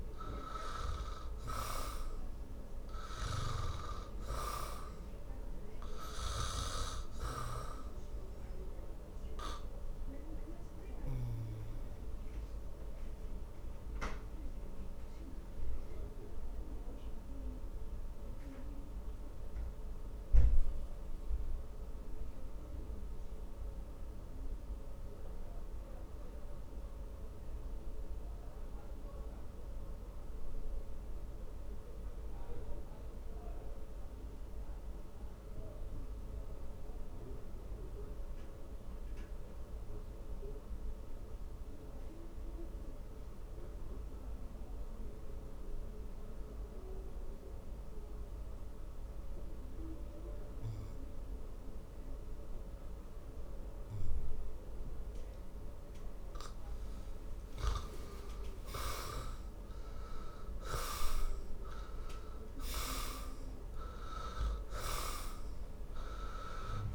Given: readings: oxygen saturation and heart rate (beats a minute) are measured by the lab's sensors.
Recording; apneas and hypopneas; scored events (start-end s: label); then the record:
breathing in sleep by a room microphone; 1
0.50-5.00 s: arousal
9.00-55.50 s: obstructive apnea (oxygen 98% before, 78% lowest, heart rate 58 before, 49 extreme, up 17 after)
28.00-42.00 s: oxygen desaturation (device-marked, oxygen 97% before, 89% lowest, heart rate 52 before, 52 extreme)
57.00-61.00 s: arousal
65.00-66.95 s: oxygen desaturation (device-marked, oxygen 96% before, 78% lowest, heart rate 58 before, 51 extreme)
From the record:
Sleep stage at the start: N2 (light sleep); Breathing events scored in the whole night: 168 in 3.0 hours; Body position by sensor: on the back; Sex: male